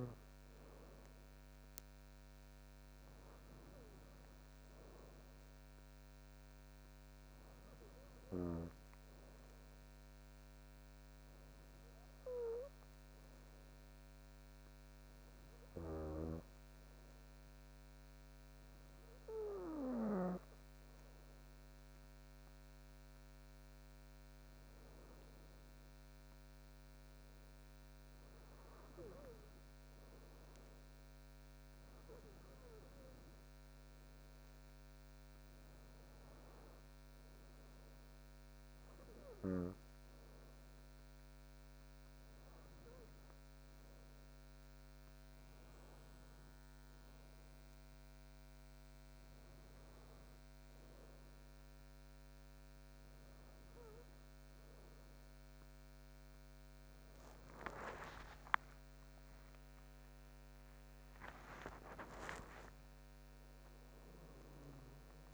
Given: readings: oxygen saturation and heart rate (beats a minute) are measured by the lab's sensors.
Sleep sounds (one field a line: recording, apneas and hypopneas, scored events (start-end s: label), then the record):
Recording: breathing in sleep by a microphone on the trachea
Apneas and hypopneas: 1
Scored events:
11.50-26.00 s: hypopnea (oxygen 97% before, 95% lowest, heart rate 67 before, 59 extreme, up 0 after)
28.00-31.50 s: arousal
33.00-41.00 s: bradycardia (device-marked, heart rate 65 before, 59 extreme)
58.00-61.50 s: arousal
From the record:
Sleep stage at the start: N2 (light sleep)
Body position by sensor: on the back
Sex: female